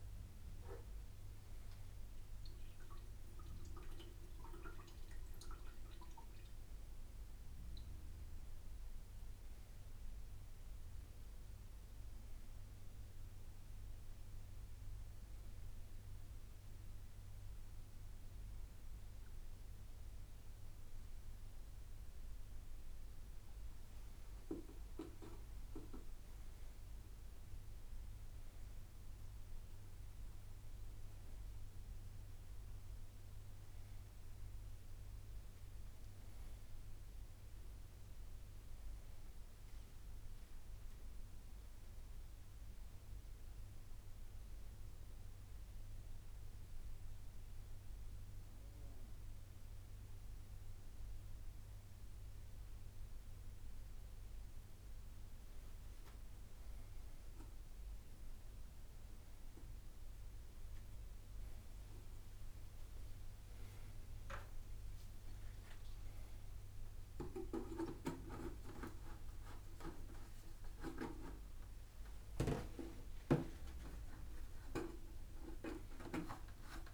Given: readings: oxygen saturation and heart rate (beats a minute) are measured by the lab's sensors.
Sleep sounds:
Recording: a person awake in a sleep study, by a room microphone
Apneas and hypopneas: none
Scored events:
12.50-14.50 s: long interval between heartbeats (device-marked, heart rate 91 before, 88 extreme)
17.50-19.50 s: long interval between heartbeats (device-marked, heart rate 90 before, 84 extreme)
37.50-48.50 s: drop in pulse transit time (device-marked, heart rate 89 before, 85 extreme)
55.50-65.50 s: drop in pulse transit time (device-marked, heart rate 88 before, 83 extreme)
61.50-63.50 s: long interval between heartbeats (device-marked, heart rate 87 before, 85 extreme)
61.50-67.50 s: tachycardia (device-marked, heart rate 74 before, 110 extreme)
63.50-65.50 s: long interval between heartbeats (device-marked, heart rate 87 before, 94 extreme)
From the record:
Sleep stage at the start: awake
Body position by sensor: upright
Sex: male

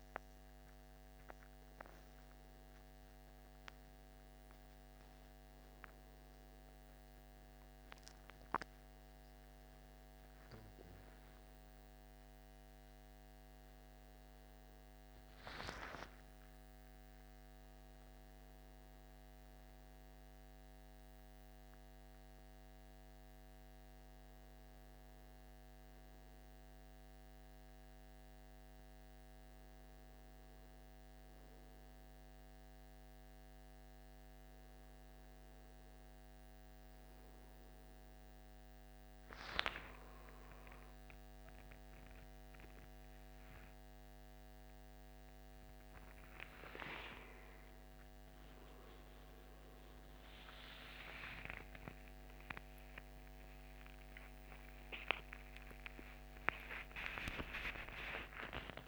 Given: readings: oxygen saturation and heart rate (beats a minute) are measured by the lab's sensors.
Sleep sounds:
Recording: a person awake in a sleep study, by a microphone on the trachea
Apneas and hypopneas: none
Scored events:
none scored
From the record:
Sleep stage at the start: awake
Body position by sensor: on the back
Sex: male

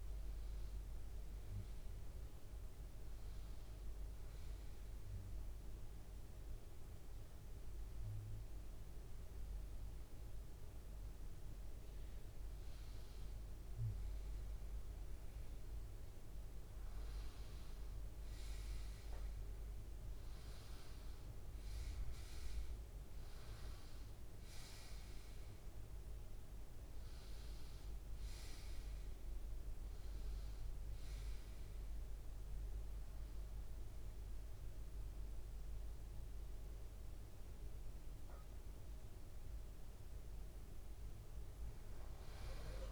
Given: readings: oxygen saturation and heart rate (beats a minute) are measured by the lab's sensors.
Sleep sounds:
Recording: breathing in sleep, hard to hear, by a room microphone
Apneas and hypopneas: 1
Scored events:
2.00-13.50 s: hypopnea (oxygen 96% before, 93% lowest, heart rate 88 before, 80 extreme, up 1 after)
16.50-20.00 s: arousal
22.50-42.91 s: new sleep stage, N2 (light sleep)
24.50-42.50 s: oxygen desaturation (device-marked, oxygen 98% before, 94% lowest, heart rate 83 before, 79 extreme)
From the record:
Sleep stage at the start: N1 (lightest sleep)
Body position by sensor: on the right side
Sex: male

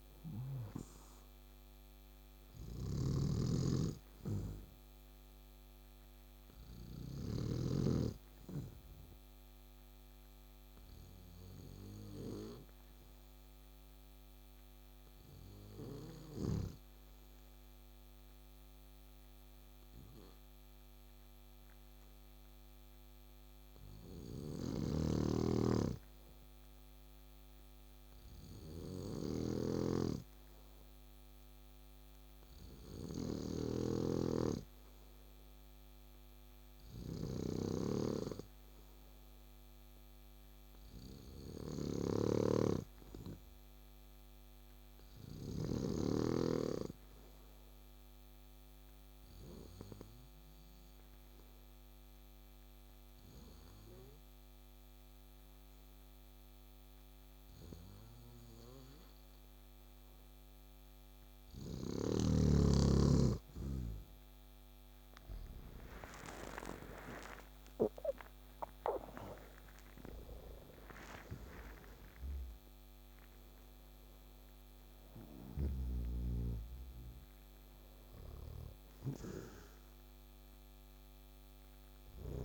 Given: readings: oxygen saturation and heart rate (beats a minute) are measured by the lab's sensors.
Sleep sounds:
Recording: breathing in sleep by a microphone on the trachea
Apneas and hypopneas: 1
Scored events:
0.00-1.00 s: arousal
2.50-7.00 s: snoring (device-marked)
6.50-61.00 s: obstructive apnea (oxygen 99% before, 92% lowest, heart rate 65 before, 61 extreme, up 9 after)
24.00-45.50 s: snoring (device-marked)
61.50-65.50 s: snoring (device-marked)
64.00-68.50 s: arousal
72.50-80.50 s: oxygen desaturation (device-marked, oxygen 95% before, 92% lowest, heart rate 66 before, 59 extreme)
From the record:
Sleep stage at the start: N2 (light sleep)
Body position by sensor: on the back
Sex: male

